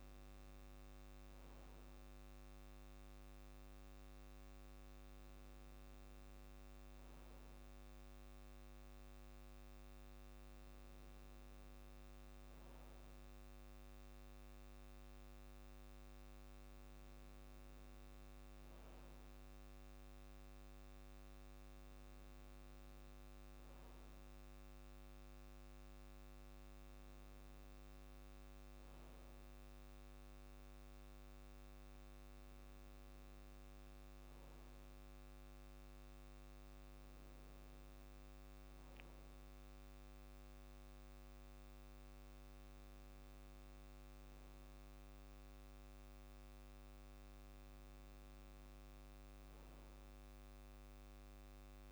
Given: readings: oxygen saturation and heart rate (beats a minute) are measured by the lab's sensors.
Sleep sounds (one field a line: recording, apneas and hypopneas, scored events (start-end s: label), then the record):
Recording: breathing in sleep, hard to hear, by a microphone on the trachea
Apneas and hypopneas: none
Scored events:
none scored
From the record:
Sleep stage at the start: N2 (light sleep)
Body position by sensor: on the back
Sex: male